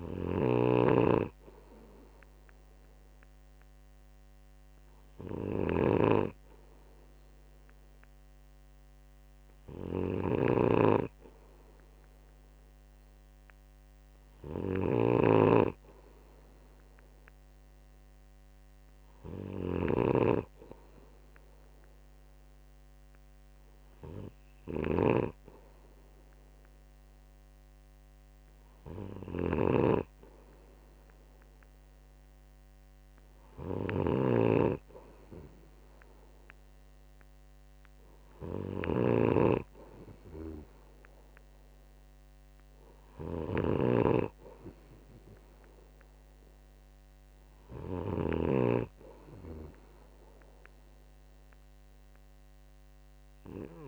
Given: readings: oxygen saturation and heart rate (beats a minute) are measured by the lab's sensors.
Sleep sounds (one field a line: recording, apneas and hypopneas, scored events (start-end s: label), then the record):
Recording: breathing in sleep by a microphone on the trachea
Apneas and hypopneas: none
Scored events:
0.00-53.88 s: snoring (device-marked)
From the record:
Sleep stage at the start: N2 (light sleep)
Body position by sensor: on the right side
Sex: male